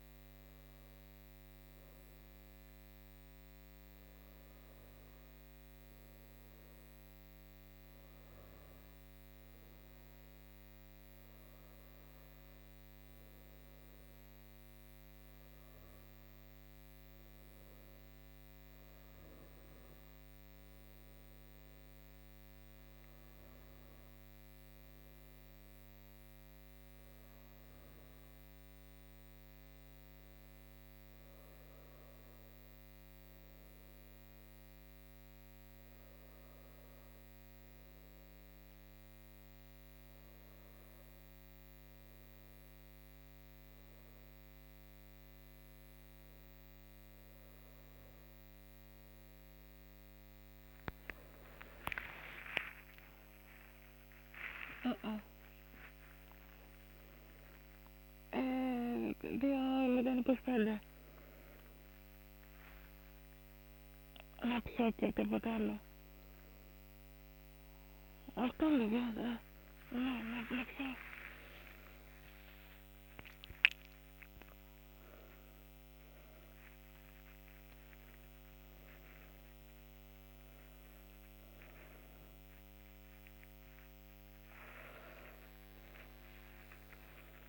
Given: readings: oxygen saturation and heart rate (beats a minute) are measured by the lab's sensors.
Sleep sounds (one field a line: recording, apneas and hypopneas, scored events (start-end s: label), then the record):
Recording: a person partly awake in a sleep study, by a microphone on the trachea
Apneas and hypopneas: none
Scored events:
59.50-87.49 s: new sleep stage, awake
From the record:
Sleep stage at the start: N2 (light sleep)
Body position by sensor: on the front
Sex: female